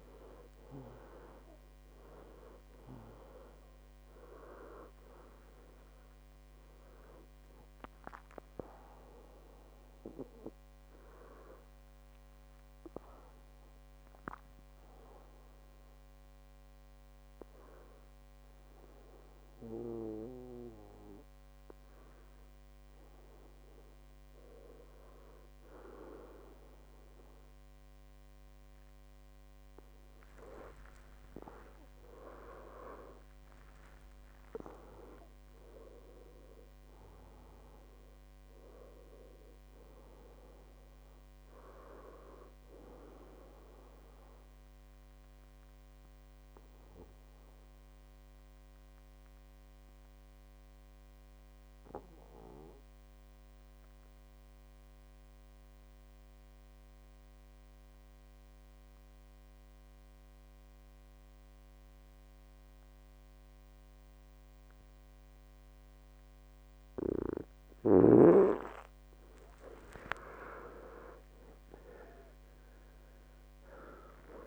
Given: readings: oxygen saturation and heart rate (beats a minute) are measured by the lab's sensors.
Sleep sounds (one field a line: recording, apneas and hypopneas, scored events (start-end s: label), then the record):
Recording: breathing in sleep by a microphone on the trachea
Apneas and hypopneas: 2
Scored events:
0.00-28.00 s: oxygen desaturation (device-marked, oxygen 90% lowest, heart rate 63 extreme)
10.50-26.00 s: hypopnea (oxygen 98% before, 90% lowest, heart rate 73 before, 65 extreme, up 4 after)
31.00-35.50 s: arousal
45.00-67.50 s: obstructive apnea (oxygen 99% before, 89% lowest, heart rate 73 before, 60 extreme, up 19 after)
67.00-74.47 s: oxygen desaturation (device-marked, oxygen 98% before, 89% lowest, heart rate 62 before, 61 extreme)
From the record:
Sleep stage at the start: N2 (light sleep)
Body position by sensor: on the back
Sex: male